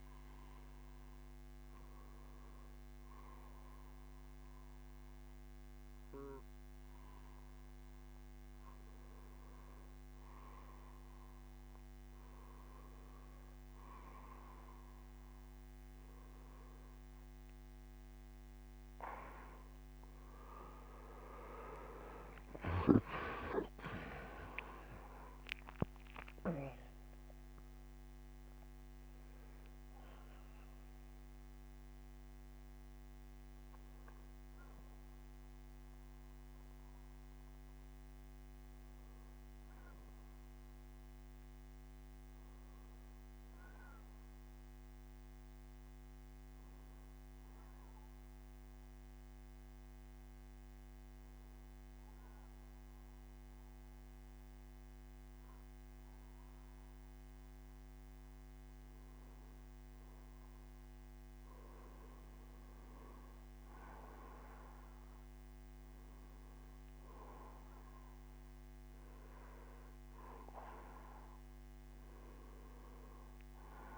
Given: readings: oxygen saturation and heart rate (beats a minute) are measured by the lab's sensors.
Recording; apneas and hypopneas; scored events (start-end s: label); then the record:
breathing in sleep by a microphone on the trachea; 1
0.00-3.50 s: oxygen desaturation (device-marked, oxygen 89% lowest, heart rate 54 extreme)
1.50-3.50 s: bradycardia (device-marked, heart rate 61 before, 56 extreme)
22.50-26.50 s: arousal
30.50-60.00 s: hypopnea (oxygen 94% before, 89% lowest, heart rate 68 before, 46 extreme, up 12 after)
46.50-52.50 s: bradycardia (device-marked, heart rate 61 before, 53 extreme)
62.00-66.50 s: arousal
62.50-73.98 s: oxygen desaturation (device-marked, oxygen 96% before, 89% lowest, heart rate 61 before, 46 extreme)
From the record:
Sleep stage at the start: N2 (light sleep); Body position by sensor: on the back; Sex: male